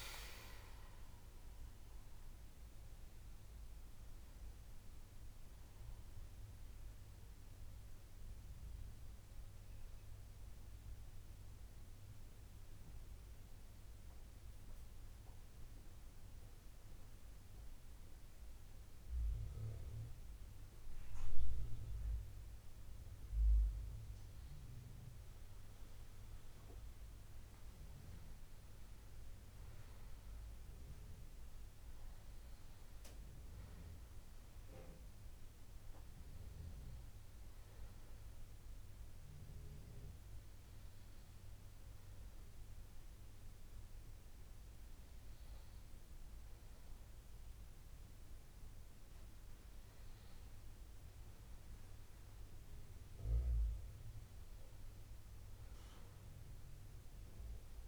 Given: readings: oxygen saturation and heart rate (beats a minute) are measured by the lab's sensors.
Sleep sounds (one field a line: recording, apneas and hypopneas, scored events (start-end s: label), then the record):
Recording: breathing in sleep, hard to hear, by a room microphone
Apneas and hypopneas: 2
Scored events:
1.00-4.50 s: arousal
5.50-9.50 s: bradycardia (device-marked, heart rate 74 before, 50 extreme)
11.00-24.00 s: hypopnea (oxygen 96% before, 93% lowest, heart rate 91 before, 74 extreme, up 8 after)
26.00-29.50 s: arousal
33.50-48.50 s: oxygen desaturation (device-marked, oxygen 98% before, 93% lowest, heart rate 76 before, 74 extreme)
40.00-50.00 s: hypopnea (oxygen 98% before, 92% lowest, heart rate 79 before, 74 extreme, up 4 after)
55.50-57.88 s: arousal
From the record:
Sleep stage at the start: N2 (light sleep)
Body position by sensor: on the back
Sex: male